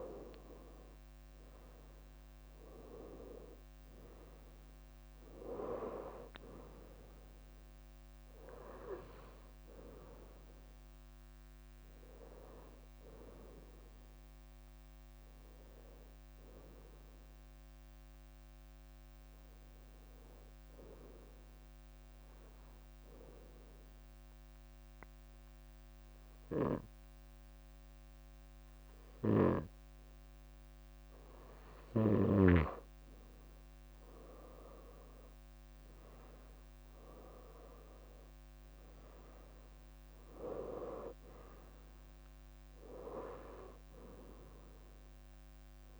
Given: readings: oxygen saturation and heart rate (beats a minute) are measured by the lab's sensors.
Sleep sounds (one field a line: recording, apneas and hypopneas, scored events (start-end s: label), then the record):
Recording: breathing in sleep by a microphone on the trachea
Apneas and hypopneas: 1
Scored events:
0.00-3.50 s: arousal
0.00-21.50 s: oxygen desaturation (device-marked, oxygen 94% lowest, heart rate 53 extreme)
1.00-11.50 s: leg movement (device-marked)
8.50-23.50 s: bradycardia (device-marked, heart rate 65 before, 53 extreme)
13.50-15.50 s: leg movement (device-marked)
22.50-32.50 s: obstructive apnea (oxygen 97% before, 94% lowest, heart rate 61 before, 53 extreme, up 14 after)
33.50-40.00 s: leg movement (device-marked)
35.00-39.50 s: arousal
37.50-46.00 s: oxygen desaturation (device-marked, oxygen 98% before, 94% lowest, heart rate 61 before, 53 extreme)
43.50-46.00 s: bradycardia (device-marked, heart rate 65 before, 53 extreme)
From the record:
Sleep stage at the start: N2 (light sleep)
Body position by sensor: on the right side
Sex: female